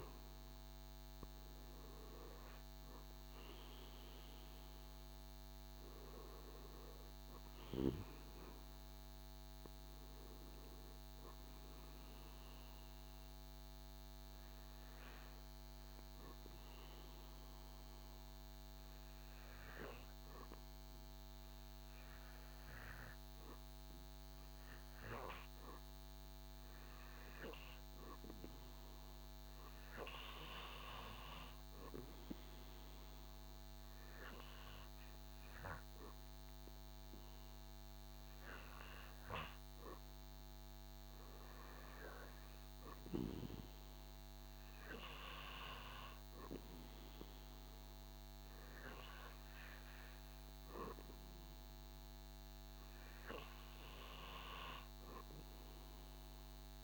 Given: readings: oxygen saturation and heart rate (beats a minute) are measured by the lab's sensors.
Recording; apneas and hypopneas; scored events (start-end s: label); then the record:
breathing in sleep by a microphone on the trachea; 1
12.00-37.50 s: hypopnea (oxygen 96% before, 92% lowest, heart rate 81 before, 76 extreme, up 4 after)
21.00-56.84 s: new sleep stage, REM sleep
32.00-56.84 s: oxygen desaturation (device-marked, oxygen 96% before, 92% lowest, heart rate 80 before, 79 extreme)
41.00-44.50 s: arousal
From the record:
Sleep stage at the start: N2 (light sleep); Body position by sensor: on the back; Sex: male